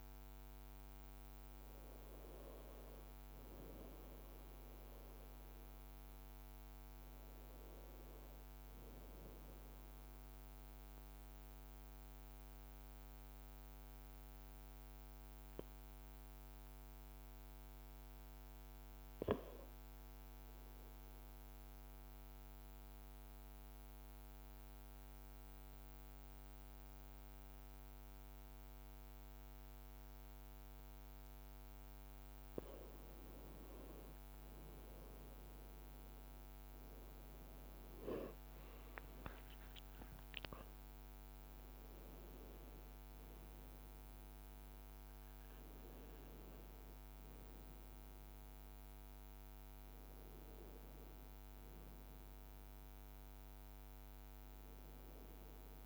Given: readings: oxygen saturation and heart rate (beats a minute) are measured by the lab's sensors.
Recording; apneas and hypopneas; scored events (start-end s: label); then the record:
breathing in sleep, hard to hear, by a microphone on the trachea; 1
9.50-31.00 s: obstructive apnea (oxygen 99% before, 94% lowest, heart rate 54 before, 53 extreme, up 3 after)
33.00-37.50 s: arousal
39.00-40.00 s: leg movement (device-marked)
From the record:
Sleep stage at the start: N2 (light sleep); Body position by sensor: on the right side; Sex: male